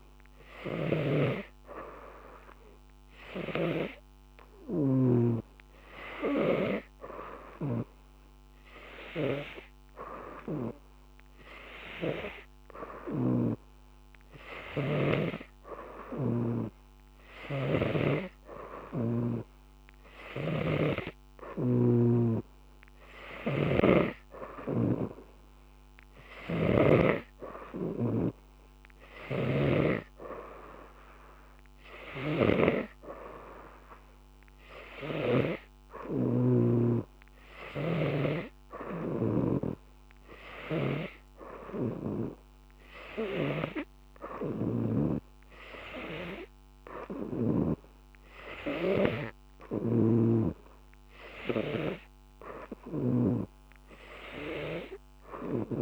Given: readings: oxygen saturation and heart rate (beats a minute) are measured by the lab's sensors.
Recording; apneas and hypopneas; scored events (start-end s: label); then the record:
breathing in sleep by a microphone on the trachea; none
0.00-19.50 s: snoring (device-marked)
21.50-30.00 s: snoring (device-marked)
36.00-48.00 s: snoring (device-marked)
50.00-53.50 s: snoring (device-marked)
From the record:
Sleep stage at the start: N2 (light sleep); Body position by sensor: on the right side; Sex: female